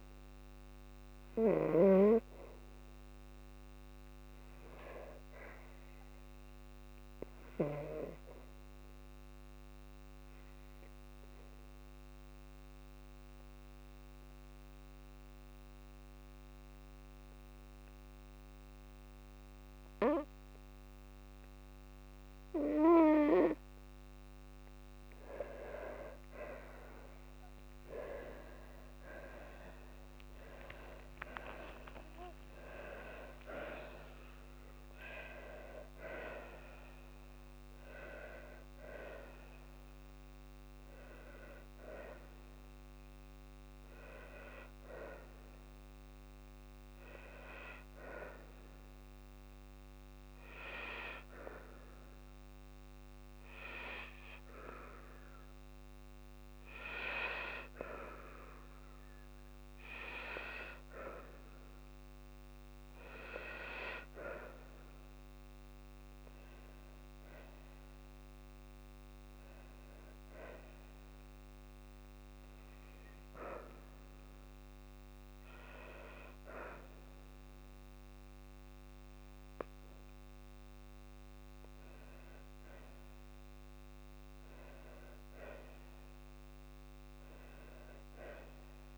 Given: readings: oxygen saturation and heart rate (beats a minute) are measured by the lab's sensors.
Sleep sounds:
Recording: breathing in sleep by a microphone on the trachea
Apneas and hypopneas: 2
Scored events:
0.00-7.50 s: oxygen desaturation (device-marked, oxygen 94% lowest, heart rate 52 extreme)
11.50-24.00 s: obstructive apnea (oxygen 97% before, 93% lowest)
27.50-57.50 s: new sleep stage, N1 (lightest sleep)
28.00-32.00 s: arousal
30.50-32.50 s: long interval between heartbeats (device-marked, heart rate 54 before, 77 extreme)
33.00-35.00 s: long interval between heartbeats (device-marked, heart rate 56 before, 82 extreme)
35.50-45.50 s: oxygen desaturation (device-marked, oxygen 96% before, 93% lowest)
46.00-58.50 s: obstructive apnea (oxygen 96% before, 93% lowest, heart rate 62 before, 55 extreme, up 20 after)
46.50-48.50 s: long interval between heartbeats (device-marked, heart rate 60 before, 27 extreme)
50.00-52.00 s: long interval between heartbeats (device-marked, heart rate 58 before, 72 extreme)
52.50-54.50 s: long interval between heartbeats (device-marked, heart rate 58 before, 74 extreme)
56.00-58.00 s: long interval between heartbeats (device-marked, heart rate 57 before, 74 extreme)
56.50-69.50 s: oxygen desaturation (device-marked, oxygen 97% before, 93% lowest, heart rate 57 before, 55 extreme)
57.50-87.50 s: new sleep stage, N2 (light sleep)
60.00-62.00 s: long interval between heartbeats (device-marked, heart rate 56 before, 83 extreme)
63.50-65.50 s: long interval between heartbeats (device-marked, heart rate 64 before, 93 extreme)
65.50-68.50 s: arousal
68.00-70.00 s: long interval between heartbeats (device-marked, heart rate 78 before, 86 extreme)
71.00-73.00 s: long interval between heartbeats (device-marked, heart rate 82 before, 86 extreme)
84.50-86.50 s: long interval between heartbeats (device-marked, heart rate 74 before, 67 extreme)
87.50-88.98 s: new sleep stage, N1 (lightest sleep)
From the record:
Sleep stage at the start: N2 (light sleep)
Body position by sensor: on the left side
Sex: female

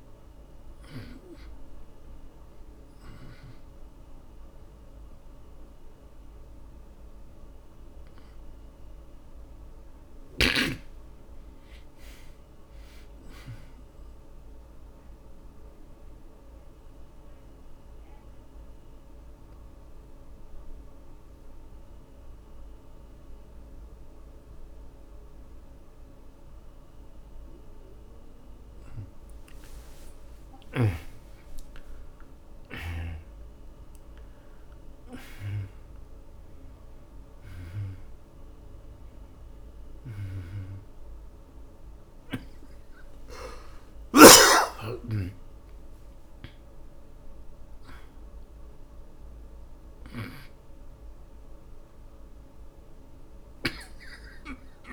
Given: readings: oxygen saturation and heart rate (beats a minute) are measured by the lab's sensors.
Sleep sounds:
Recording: breathing in sleep by a room microphone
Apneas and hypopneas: 1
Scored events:
0.00-16.00 s: oxygen desaturation (device-marked, oxygen 98% before, 93% lowest)
14.50-29.00 s: mixed apnea (oxygen 98% before, 82% lowest)
25.00-42.00 s: oxygen desaturation (device-marked, oxygen 99% before, 92% lowest)
30.50-34.00 s: arousal
44.00-54.93 s: oxygen desaturation (device-marked, oxygen 95% before, 82% lowest)
52.00-54.93 s: new sleep stage, awake
From the record:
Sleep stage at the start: N1 (lightest sleep)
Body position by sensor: on the back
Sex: male

